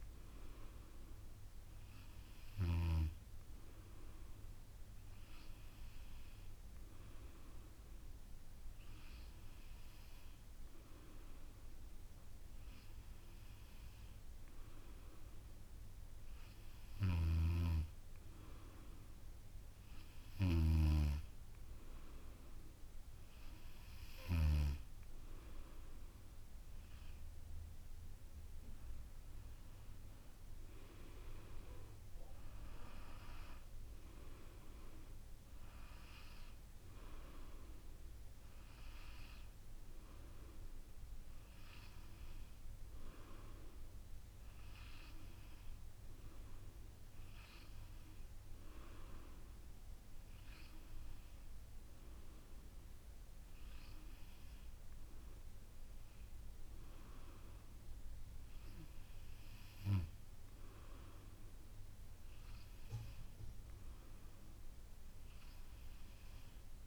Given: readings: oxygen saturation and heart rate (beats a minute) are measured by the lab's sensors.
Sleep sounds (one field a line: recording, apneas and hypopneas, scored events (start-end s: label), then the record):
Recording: breathing in sleep by a room microphone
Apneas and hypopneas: none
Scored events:
none scored
From the record:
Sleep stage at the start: N2 (light sleep)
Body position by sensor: on the back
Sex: female